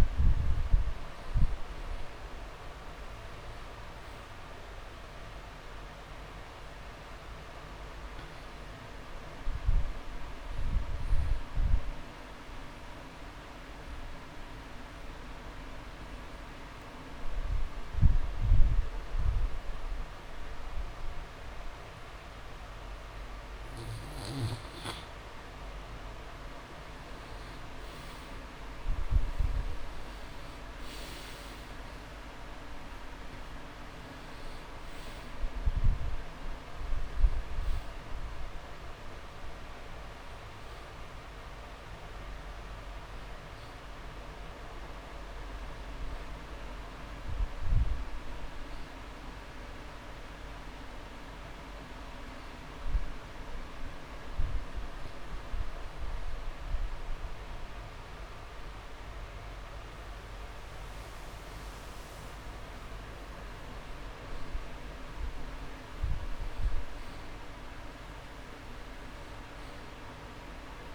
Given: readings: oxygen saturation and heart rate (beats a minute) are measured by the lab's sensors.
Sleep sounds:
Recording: breathing in sleep, hard to hear, by a room microphone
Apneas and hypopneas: 2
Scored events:
3.50-7.00 s: arousal
5.50-7.50 s: long interval between heartbeats (device-marked)
11.00-23.00 s: obstructive apnea (oxygen 100% before, 90% lowest)
29.50-34.00 s: arousal
34.00-61.00 s: oxygen desaturation (device-marked, oxygen 97% before, 90% lowest)
35.50-37.50 s: long interval between heartbeats (device-marked)
36.00-46.00 s: drop in pulse transit time (device-marked)
49.00-60.00 s: hypopnea (oxygen 97% before, 90% lowest)
63.50-67.50 s: arousal
65.00-67.00 s: long interval between heartbeats (device-marked)
From the record:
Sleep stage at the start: N2 (light sleep)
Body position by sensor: on the back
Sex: male

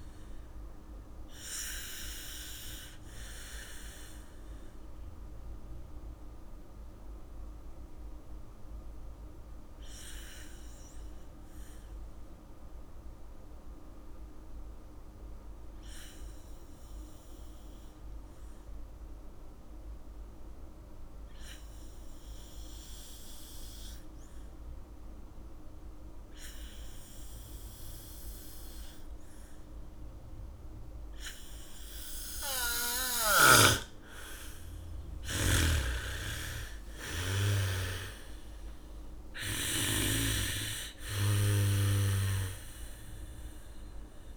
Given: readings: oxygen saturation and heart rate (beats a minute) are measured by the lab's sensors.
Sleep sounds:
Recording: breathing in sleep by a room microphone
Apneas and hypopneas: 1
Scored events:
0.00-17.00 s: oxygen desaturation (device-marked, oxygen 80% lowest, heart rate 45 extreme)
1.50-32.50 s: mixed apnea (oxygen 99% before, 80% lowest, heart rate 59 before, 45 extreme, up 1 after)
32.00-41.00 s: bradycardia (device-marked, heart rate 70 before, 45 extreme)
32.00-44.37 s: oxygen desaturation (device-marked, oxygen 98% before, 80% lowest, heart rate 73 before, 45 extreme)
36.00-39.50 s: arousal
From the record:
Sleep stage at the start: N2 (light sleep)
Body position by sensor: on the back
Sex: female

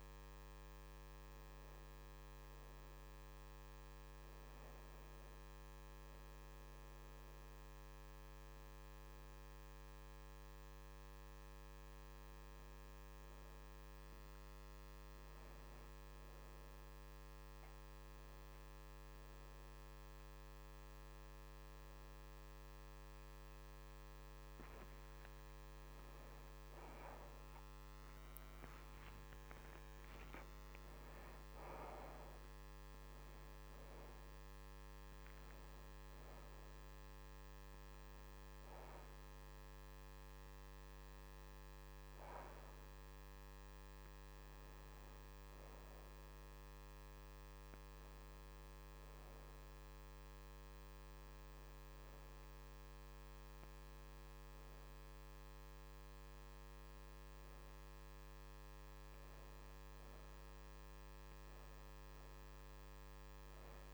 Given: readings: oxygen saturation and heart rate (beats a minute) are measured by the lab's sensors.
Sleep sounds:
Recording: a person partly awake in a sleep study, hard to hear, by a microphone on the trachea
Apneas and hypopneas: none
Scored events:
30.00-63.93 s: new sleep stage, N1 (lightest sleep)
From the record:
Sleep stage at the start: awake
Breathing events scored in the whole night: 213 in 3.1 hours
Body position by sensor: on the back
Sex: female

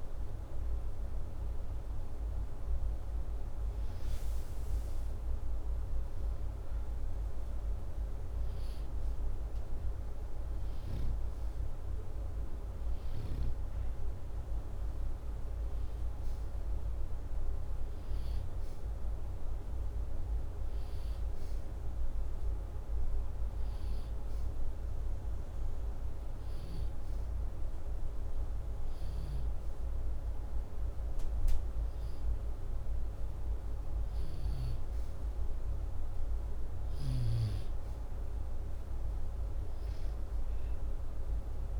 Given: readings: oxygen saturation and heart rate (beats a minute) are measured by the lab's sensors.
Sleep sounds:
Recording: breathing in sleep, hard to hear, by a room microphone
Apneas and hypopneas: none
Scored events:
none scored
From the record:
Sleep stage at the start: N2 (light sleep)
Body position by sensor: upright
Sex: male

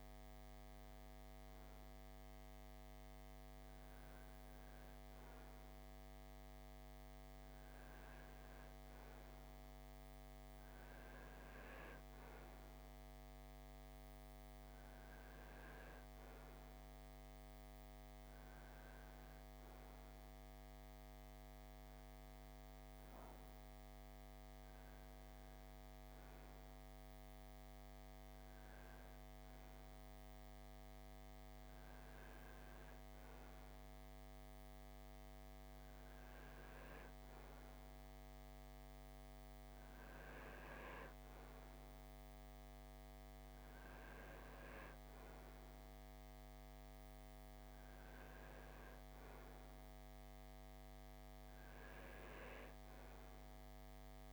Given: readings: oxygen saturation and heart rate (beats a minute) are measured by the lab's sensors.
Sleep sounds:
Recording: breathing in sleep, hard to hear, by a microphone on the trachea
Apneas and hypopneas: none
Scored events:
none scored
From the record:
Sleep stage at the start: REM sleep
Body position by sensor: on the right side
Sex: male

